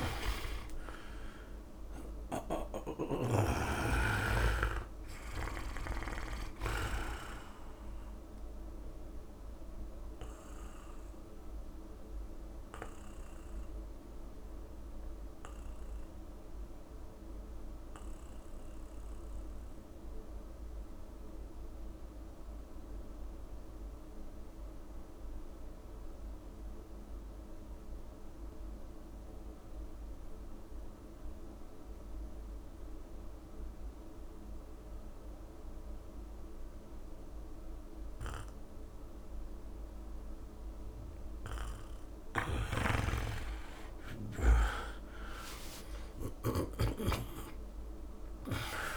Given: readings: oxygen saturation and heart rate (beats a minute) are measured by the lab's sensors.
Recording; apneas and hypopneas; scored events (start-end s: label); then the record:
breathing in sleep by a room microphone; 1
0.00-1.00 s: long interval between heartbeats (device-marked, heart rate 90 extreme)
0.00-2.50 s: arousal
0.00-24.00 s: oxygen desaturation (device-marked, oxygen 87% lowest, heart rate 64 extreme)
3.00-5.00 s: long interval between heartbeats (device-marked, heart rate 77 before, 107 extreme)
7.50-9.50 s: long interval between heartbeats (device-marked, heart rate 83 before, 97 extreme)
10.00-41.00 s: mixed apnea (oxygen 99% before, 85% lowest, heart rate 87 before, 64 extreme, up 15 after)
10.50-12.50 s: long interval between heartbeats (device-marked, heart rate 87 before, 91 extreme)
36.00-48.96 s: oxygen desaturation (device-marked, oxygen 99% before, 85% lowest, heart rate 68 before, 64 extreme)
42.00-48.96 s: snoring (device-marked)
43.50-45.50 s: long interval between heartbeats (device-marked, heart rate 68 before, 79 extreme)
44.50-48.96 s: arousal
From the record:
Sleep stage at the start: N2 (light sleep); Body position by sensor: on the back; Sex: male